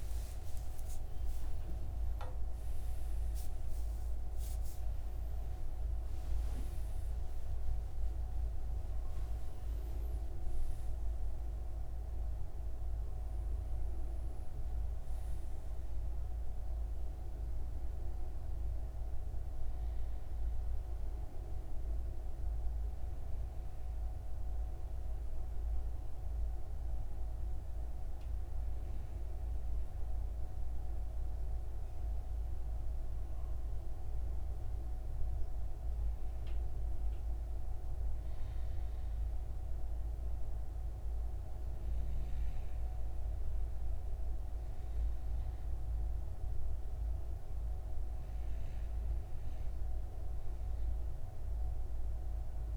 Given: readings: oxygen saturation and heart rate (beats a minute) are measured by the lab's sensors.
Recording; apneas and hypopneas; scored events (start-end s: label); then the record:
breathing in sleep, hard to hear, by a room microphone; none
0.00-2.50 s: arousal
From the record:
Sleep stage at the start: N2 (light sleep); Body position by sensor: on the right side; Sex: male